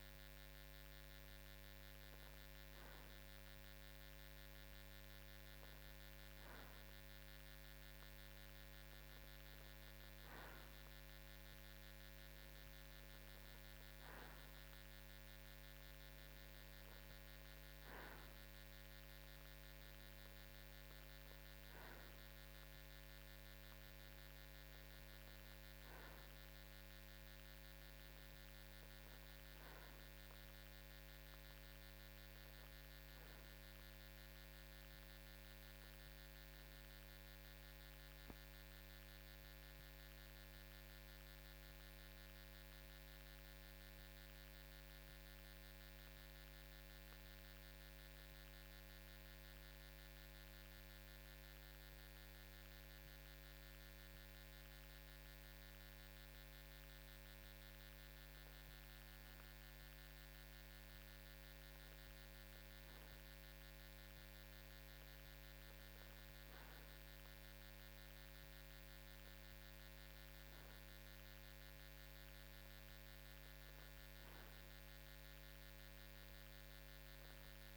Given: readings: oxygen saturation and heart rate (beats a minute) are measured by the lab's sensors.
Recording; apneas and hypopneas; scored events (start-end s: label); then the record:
breathing in sleep, hard to hear, by a microphone on the trachea; 1
8.50-25.50 s: oxygen desaturation (device-marked, oxygen 96% before, 93% lowest, heart rate 53 before, 52 extreme)
36.00-53.00 s: obstructive apnea (oxygen 95% before, 92% lowest, heart rate 54 before, 52 extreme, up 2 after)
56.00-60.00 s: arousal
From the record:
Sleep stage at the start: N2 (light sleep); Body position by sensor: on the right side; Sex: male